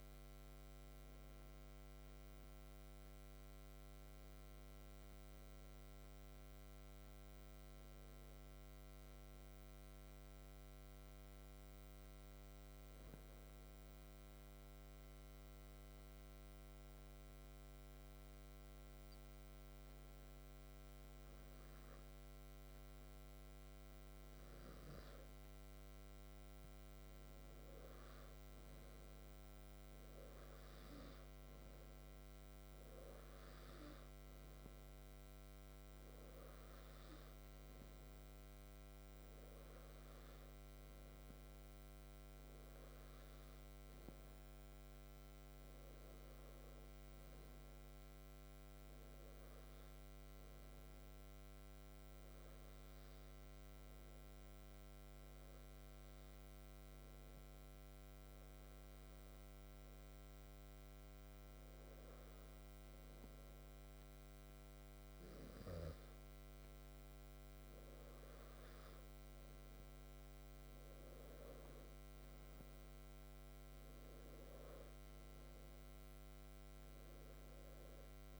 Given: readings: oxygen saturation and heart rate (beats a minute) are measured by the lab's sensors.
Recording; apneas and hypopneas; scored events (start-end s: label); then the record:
breathing in sleep, hard to hear, by a microphone on the trachea; 2
3.50-7.50 s: arousal
10.50-24.50 s: hypopnea (oxygen 96% before, 91% lowest, heart rate 61 before, 61 extreme, up 3 after)
27.00-32.00 s: arousal
30.50-48.50 s: oxygen desaturation (device-marked, oxygen 96% before, 91% lowest, heart rate 62 before, 62 extreme)
53.50-65.50 s: hypopnea (oxygen 95% before, 92% lowest, heart rate 65 before, 62 extreme, up 1 after)
68.50-72.50 s: arousal
From the record:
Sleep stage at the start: N2 (light sleep); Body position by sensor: on the back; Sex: male